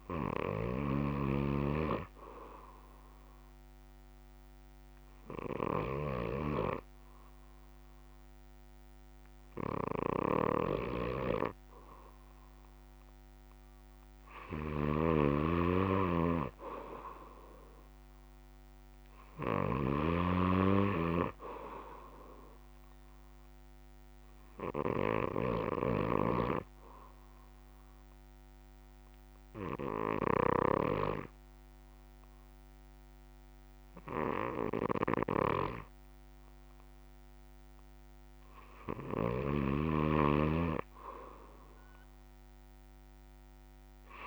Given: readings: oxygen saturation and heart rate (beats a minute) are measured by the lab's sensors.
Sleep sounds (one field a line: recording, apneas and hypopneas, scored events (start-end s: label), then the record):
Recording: breathing in sleep by a microphone on the trachea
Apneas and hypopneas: 2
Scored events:
0.00-1.50 s: snoring (device-marked)
2.50-13.50 s: obstructive apnea (oxygen 92% before, 88% lowest, heart rate 61 before, 62 extreme, up 0 after)
15.00-20.50 s: snoring (device-marked)
23.50-38.50 s: obstructive apnea (oxygen 92% before, 88% lowest, heart rate 63 before, 61 extreme, up 0 after)
29.50-39.50 s: oxygen desaturation (device-marked, oxygen 92% before, 89% lowest, heart rate 64 before, 61 extreme)
From the record:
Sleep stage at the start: N3 (deep sleep)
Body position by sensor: on the back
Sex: male